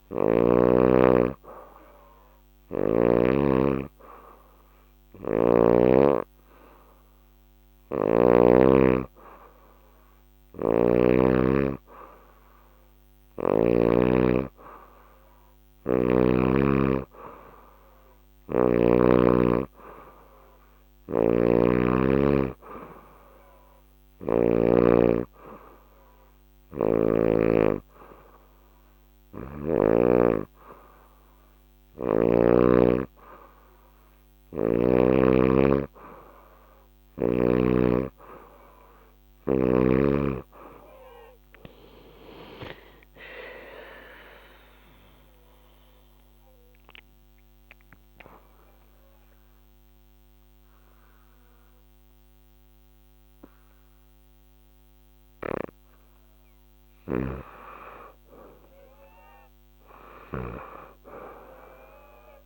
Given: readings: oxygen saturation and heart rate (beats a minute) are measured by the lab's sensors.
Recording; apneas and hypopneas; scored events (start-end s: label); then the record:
breathing in sleep by a microphone on the trachea; 1
0.00-3.00 s: snoring (device-marked)
0.00-3.50 s: oxygen desaturation (device-marked, oxygen 91% lowest, heart rate 71 extreme)
10.00-13.50 s: snoring (device-marked)
20.50-24.50 s: snoring (device-marked)
38.50-43.00 s: arousal
44.00-56.00 s: obstructive apnea (oxygen 93% before, 91% lowest, heart rate 79 before, 87 extreme, up 58 after)
56.50-60.50 s: snoring (device-marked)
59.00-62.00 s: arousal
From the record:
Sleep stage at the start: N2 (light sleep); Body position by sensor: on the back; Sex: female